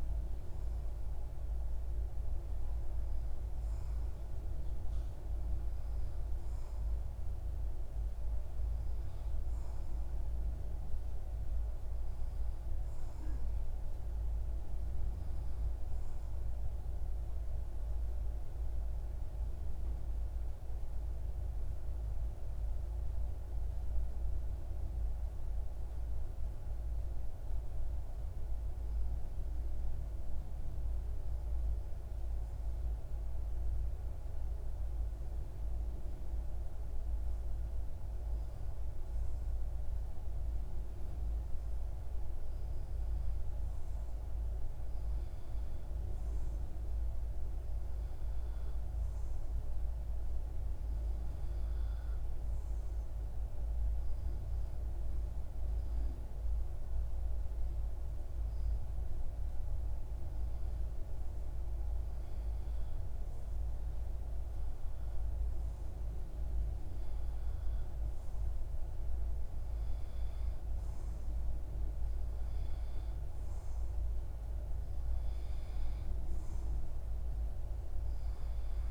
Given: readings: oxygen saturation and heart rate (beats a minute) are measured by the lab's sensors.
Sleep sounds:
breathing in sleep, hard to hear, by a room microphone; 1
5.50-78.91 s: new sleep stage, REM sleep
17.00-61.50 s: obstructive apnea (oxygen 95% before, 91% lowest, heart rate 62 before, 59 extreme, up 1 after)
64.00-67.50 s: arousal
From the record:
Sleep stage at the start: N2 (light sleep); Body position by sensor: on the left side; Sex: male

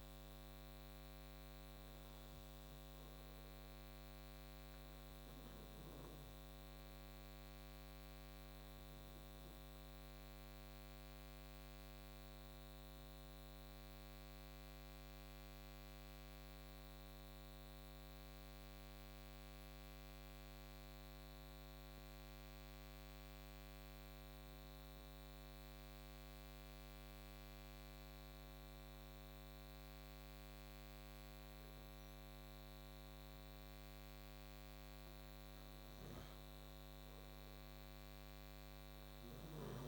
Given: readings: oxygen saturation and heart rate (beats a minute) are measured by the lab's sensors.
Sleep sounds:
breathing in sleep, hard to hear, by a microphone on the trachea; 1
0.00-2.50 s: arousal
0.00-21.00 s: oxygen desaturation (device-marked, oxygen 90% lowest, heart rate 56 extreme)
7.50-32.00 s: obstructive apnea (oxygen 96% before, 90% lowest, heart rate 66 before, 56 extreme, up 10 after)
33.50-37.50 s: arousal
38.00-39.87 s: oxygen desaturation (device-marked, oxygen 96% before, 91% lowest, heart rate 60 before, 61 extreme)
From the record:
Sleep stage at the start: N2 (light sleep); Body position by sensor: on the right side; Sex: male

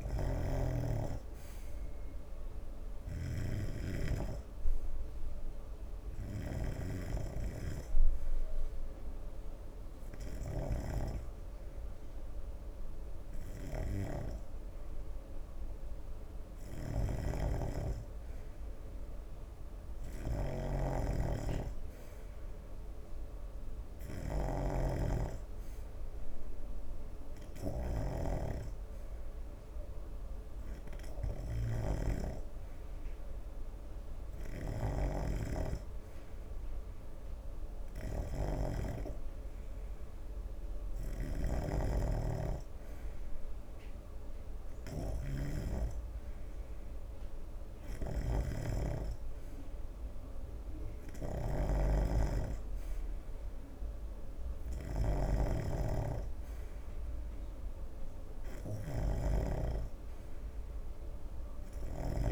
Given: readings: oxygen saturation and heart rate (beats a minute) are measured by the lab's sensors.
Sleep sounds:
breathing in sleep by a room microphone; none
0.00-62.32 s: snoring (device-marked)
From the record:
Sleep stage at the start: N2 (light sleep); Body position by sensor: on the right side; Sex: male

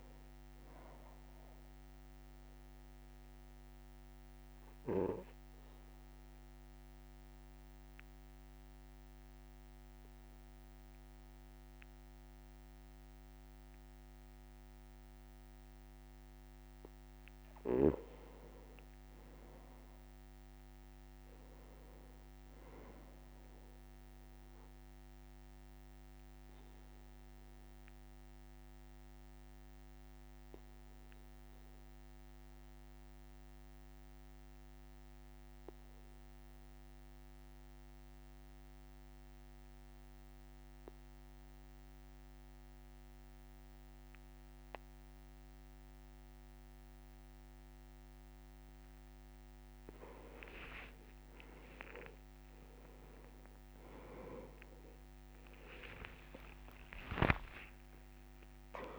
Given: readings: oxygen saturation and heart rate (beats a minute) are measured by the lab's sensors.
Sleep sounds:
breathing in sleep by a microphone on the trachea; 2
0.00-4.00 s: oxygen desaturation (device-marked, oxygen 90% lowest, heart rate 61 extreme)
3.00-15.50 s: obstructive apnea (oxygen 98% before, 91% lowest, heart rate 77 before, 60 extreme, up 2 after)
18.00-22.00 s: arousal
24.00-38.00 s: oxygen desaturation (device-marked, oxygen 98% before, 94% lowest, heart rate 62 before, 55 extreme)
26.00-48.50 s: obstructive apnea (oxygen 99% before, 91% lowest, heart rate 62 before, 55 extreme, up 3 after)
51.00-54.00 s: bradycardia (device-marked, heart rate 64 before, 63 extreme)
51.00-57.50 s: arousal
57.00-58.99 s: long interval between heartbeats (device-marked, heart rate 61 before, 65 extreme)
From the record:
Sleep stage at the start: N2 (light sleep); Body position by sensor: on the back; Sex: male

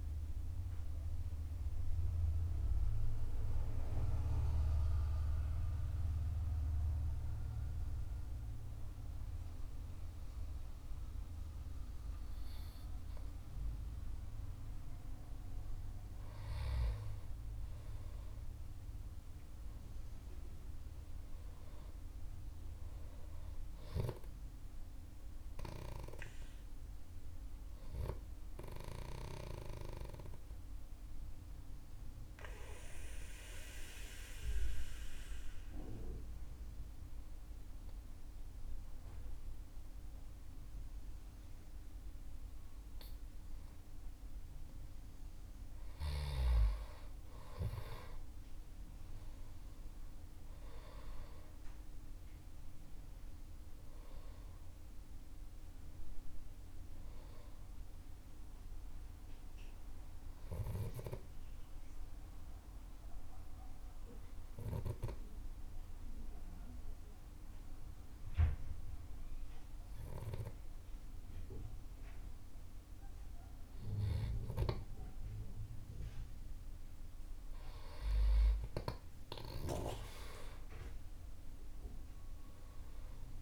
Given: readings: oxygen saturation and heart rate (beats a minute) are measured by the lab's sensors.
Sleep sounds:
breathing in sleep by a room microphone; 3
2.50-16.50 s: mixed apnea (oxygen 97% before, 94% lowest, heart rate 71 before, 49 extreme, up 11 after)
17.50-22.00 s: arousal
28.00-44.50 s: obstructive apnea (oxygen 98% before, 94% lowest, heart rate 57 before, 48 extreme, up 15 after)
43.50-53.50 s: oxygen desaturation (device-marked, oxygen 98% before, 94% lowest, heart rate 52 before, 48 extreme)
48.00-53.00 s: arousal
61.00-73.50 s: obstructive apnea (oxygen 98% before, 94% lowest, heart rate 57 before, 49 extreme, up 7 after)
77.50-83.41 s: oxygen desaturation (device-marked, oxygen 98% before, 94% lowest, heart rate 52 before, 49 extreme)
80.00-83.41 s: arousal
From the record:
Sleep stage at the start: N2 (light sleep); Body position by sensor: on the back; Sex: male

